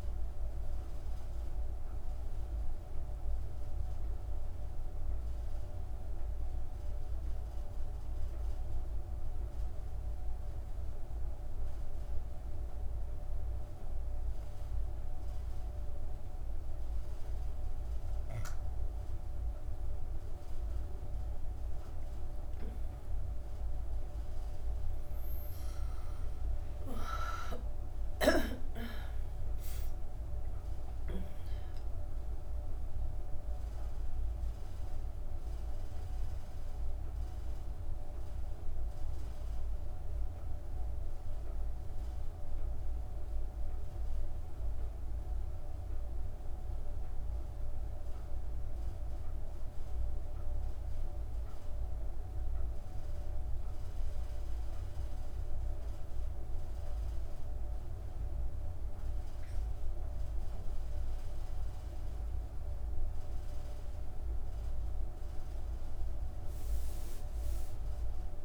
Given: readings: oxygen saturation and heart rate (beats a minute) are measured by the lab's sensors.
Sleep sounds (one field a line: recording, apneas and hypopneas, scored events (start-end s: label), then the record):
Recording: breathing in sleep, hard to hear, by a room microphone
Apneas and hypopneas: 1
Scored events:
2.00-18.50 s: obstructive apnea (oxygen 98% before, 93% lowest)
14.50-48.50 s: oxygen desaturation (device-marked, oxygen 97% before, 93% lowest)
21.50-25.50 s: arousal
From the record:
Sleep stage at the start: N2 (light sleep)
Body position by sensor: on the back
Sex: female